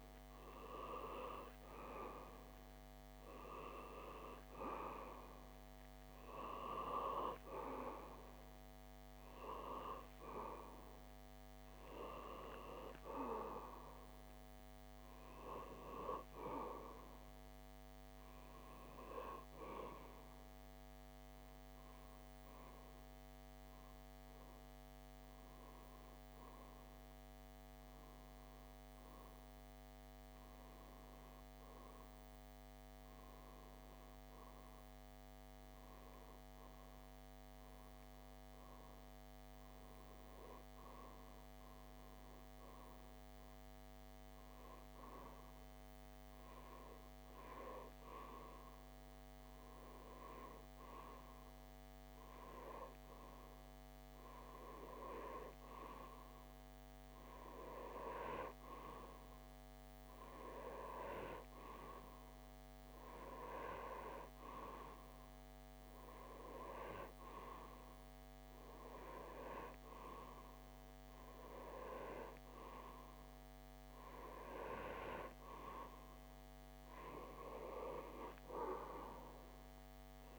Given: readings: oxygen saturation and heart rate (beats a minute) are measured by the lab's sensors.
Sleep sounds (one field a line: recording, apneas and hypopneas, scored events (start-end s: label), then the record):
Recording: breathing in sleep by a microphone on the trachea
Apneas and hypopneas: 1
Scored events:
0.00-1.50 s: arousal
17.50-50.00 s: hypopnea (oxygen 93% before, 91% lowest)
53.00-58.00 s: arousal
From the record:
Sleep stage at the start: REM sleep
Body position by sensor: on the back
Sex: male